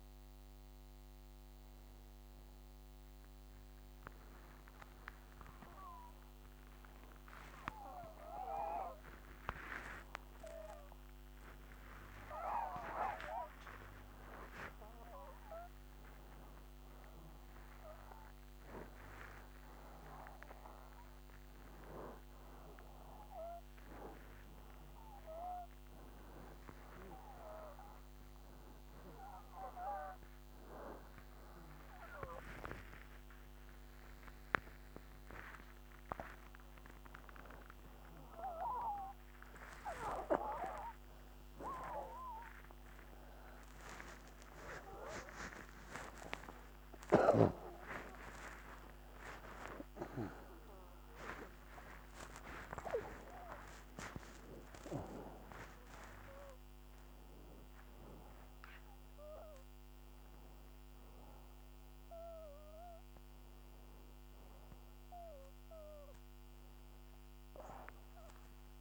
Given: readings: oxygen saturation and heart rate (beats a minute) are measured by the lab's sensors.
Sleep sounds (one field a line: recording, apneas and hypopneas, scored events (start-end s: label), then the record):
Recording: a person awake in a sleep study, by a microphone on the trachea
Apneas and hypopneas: none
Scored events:
none scored
From the record:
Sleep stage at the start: awake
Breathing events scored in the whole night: 141 in 3.2 hours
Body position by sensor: on the back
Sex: male